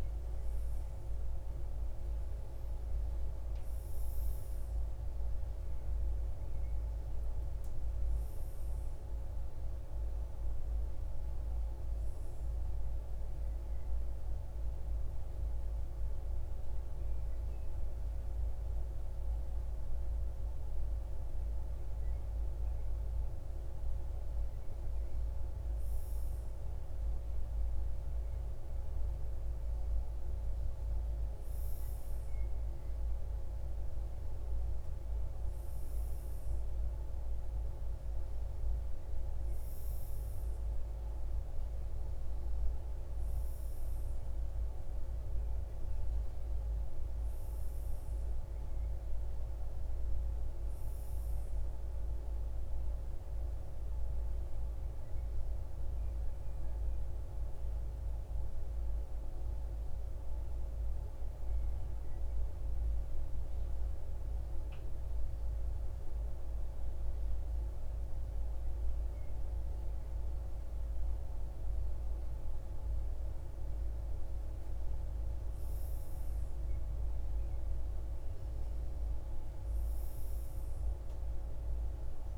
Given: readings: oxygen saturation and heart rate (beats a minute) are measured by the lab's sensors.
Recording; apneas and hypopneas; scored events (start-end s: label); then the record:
breathing in sleep, hard to hear, by a room microphone; 2
13.00-23.50 s: obstructive apnea (oxygen 98% before, 97% lowest, heart rate 69 before, 62 extreme, up 4 after)
26.00-30.50 s: arousal
56.00-73.50 s: hypopnea (oxygen 98% before, 96% lowest, heart rate 64 before, 62 extreme, up 5 after)
80.50-82.38 s: arousal
From the record:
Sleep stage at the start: N2 (light sleep); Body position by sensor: on the front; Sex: male